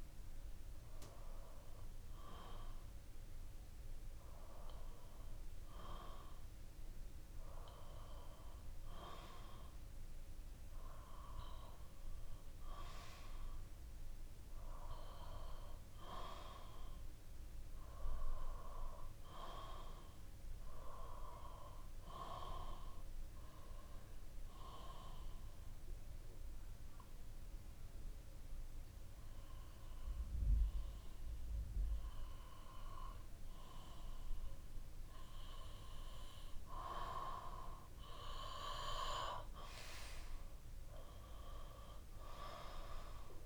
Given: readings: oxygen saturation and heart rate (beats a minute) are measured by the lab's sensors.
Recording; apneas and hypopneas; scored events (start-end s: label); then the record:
breathing in sleep by a room microphone; 1
20.50-37.50 s: obstructive apnea (oxygen 96% before, 92% lowest, heart rate 62 before, 60 extreme, up 9 after)
41.00-43.46 s: arousal
From the record:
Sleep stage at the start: REM sleep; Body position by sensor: on the back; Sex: male